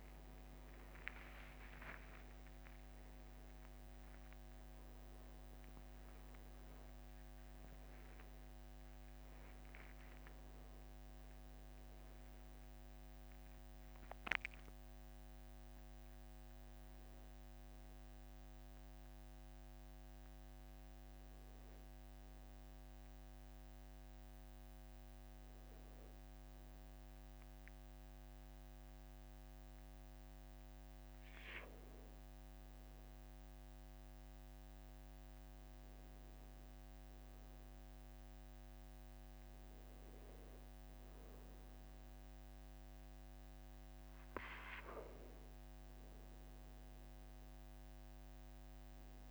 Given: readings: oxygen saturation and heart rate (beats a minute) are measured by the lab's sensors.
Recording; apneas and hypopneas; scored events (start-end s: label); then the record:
breathing in sleep, hard to hear, by a microphone on the trachea; 1
0.00-2.50 s: arousal
3.50-33.50 s: new sleep stage, N1 (lightest sleep)
4.50-6.50 s: long interval between heartbeats (device-marked, heart rate 46 before, 62 extreme)
7.50-9.50 s: long interval between heartbeats (device-marked, heart rate 52 before, 113 extreme)
23.50-36.00 s: hypopnea (oxygen 96% before, 94% lowest, heart rate 71 before, 45 extreme, up 2 after)
33.50-49.31 s: new sleep stage, N2 (light sleep)
44.50-49.00 s: arousal
From the record:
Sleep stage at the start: N2 (light sleep); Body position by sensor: on the back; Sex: male